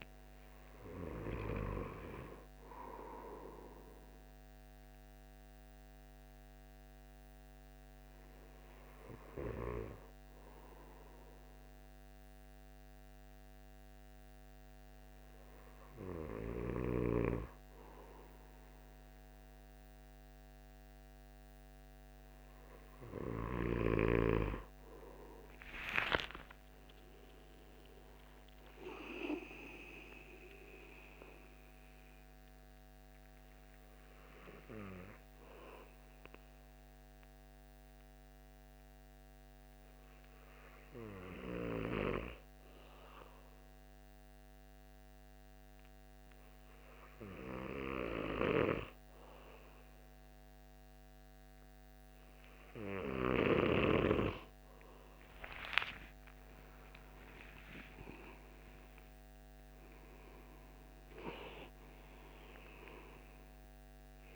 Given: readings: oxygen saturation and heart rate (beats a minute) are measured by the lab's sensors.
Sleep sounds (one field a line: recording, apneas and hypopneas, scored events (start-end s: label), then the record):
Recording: breathing in sleep by a microphone on the trachea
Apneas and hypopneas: 2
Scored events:
0.00-11.00 s: oxygen desaturation (device-marked, oxygen 91% lowest, heart rate 64 extreme)
3.50-23.00 s: hypopnea (oxygen 97% before, 93% lowest, heart rate 86 before, 60 extreme, up 20 after)
25.50-29.50 s: arousal
33.00-52.50 s: hypopnea (oxygen 97% before, 93% lowest, heart rate 76 before, 60 extreme, up 58 after)
55.50-61.00 s: arousal
From the record:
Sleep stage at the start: N2 (light sleep)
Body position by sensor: on the back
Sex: male